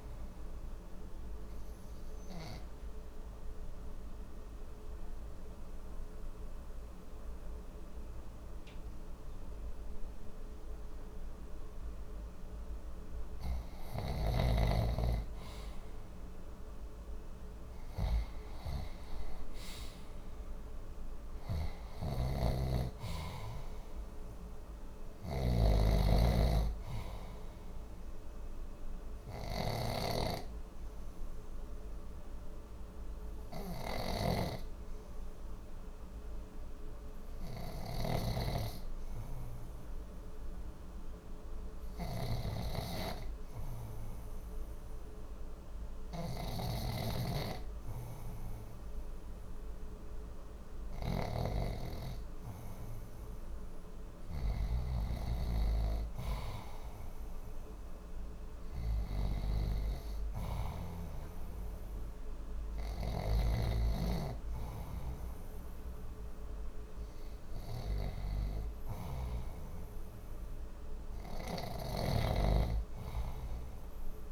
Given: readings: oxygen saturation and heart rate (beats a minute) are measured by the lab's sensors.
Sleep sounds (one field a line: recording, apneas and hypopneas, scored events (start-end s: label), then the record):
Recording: breathing in sleep by a room microphone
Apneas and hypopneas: 2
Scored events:
0.00-1.00 s: oxygen desaturation (device-marked, oxygen 89% lowest, heart rate 62 extreme)
2.00-13.50 s: obstructive apnea (oxygen 95% before, 85% lowest, heart rate 66 before, 62 extreme, up 3 after)
10.00-74.32 s: new sleep stage, N2 (light sleep)
15.00-19.50 s: arousal
22.00-30.00 s: snoring (device-marked)
27.00-37.50 s: obstructive apnea (oxygen 91% before, 85% lowest, heart rate 64 before, 61 extreme, up 0 after)
31.00-43.00 s: oxygen desaturation (device-marked, oxygen 91% before, 85% lowest, heart rate 65 before, 61 extreme)
37.50-51.00 s: snoring (device-marked)
40.50-45.50 s: arousal
52.00-74.32 s: oxygen desaturation (device-marked, oxygen 95% before, 88% lowest, heart rate 63 before, 62 extreme)
71.50-74.32 s: snoring (device-marked)
From the record:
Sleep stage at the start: REM sleep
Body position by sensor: on the left side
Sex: male